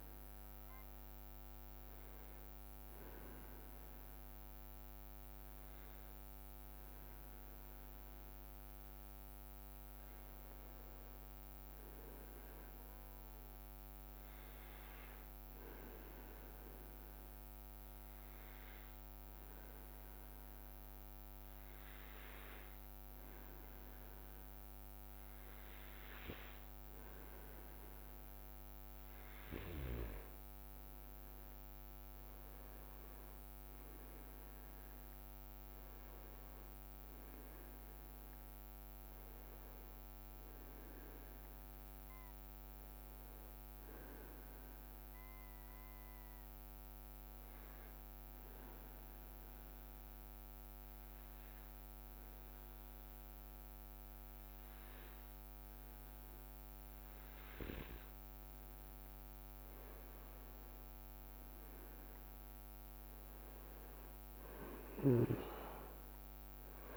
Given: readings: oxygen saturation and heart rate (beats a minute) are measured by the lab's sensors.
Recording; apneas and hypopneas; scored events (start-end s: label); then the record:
breathing in sleep, hard to hear, by a microphone on the trachea; 2
14.50-28.00 s: hypopnea (oxygen 99% before, 95% lowest, heart rate 64 before, 61 extreme, up 7 after)
19.50-53.50 s: oxygen desaturation (device-marked, oxygen 99% before, 95% lowest, heart rate 64 before, 61 extreme)
31.50-36.50 s: arousal
46.50-57.50 s: obstructive apnea (oxygen 99% before, 94% lowest, heart rate 66 before, 61 extreme, up 6 after)
60.00-64.00 s: arousal
65.50-66.97 s: oxygen desaturation (device-marked, oxygen 99% before, 95% lowest, heart rate 64 before, 61 extreme)
From the record:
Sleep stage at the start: N2 (light sleep); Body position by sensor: on the back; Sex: male